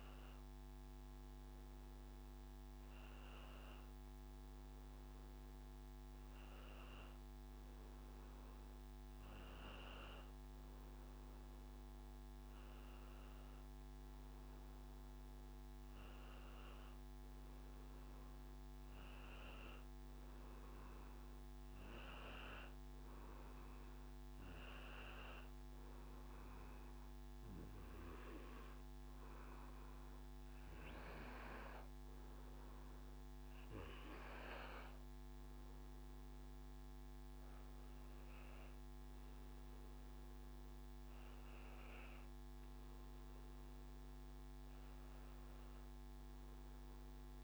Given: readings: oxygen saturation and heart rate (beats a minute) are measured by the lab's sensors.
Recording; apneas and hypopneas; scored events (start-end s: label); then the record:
breathing in sleep by a microphone on the trachea; none
none scored
From the record:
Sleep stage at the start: N2 (light sleep); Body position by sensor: on the back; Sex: male